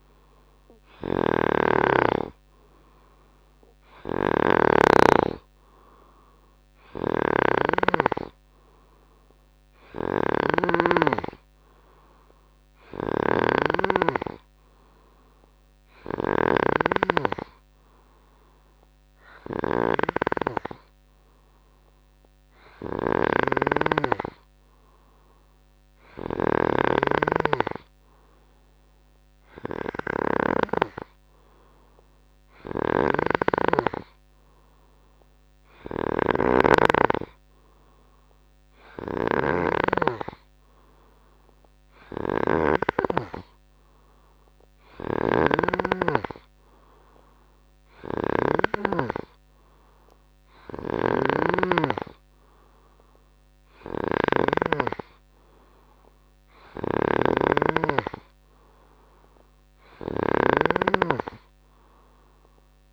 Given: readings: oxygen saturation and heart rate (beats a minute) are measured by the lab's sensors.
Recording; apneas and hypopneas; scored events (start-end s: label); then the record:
breathing in sleep by a microphone on the trachea; none
0.00-26.50 s: snoring (device-marked)
32.50-48.50 s: snoring (device-marked)
50.50-62.93 s: snoring (device-marked)
From the record:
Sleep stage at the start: N2 (light sleep); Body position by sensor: on the right side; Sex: male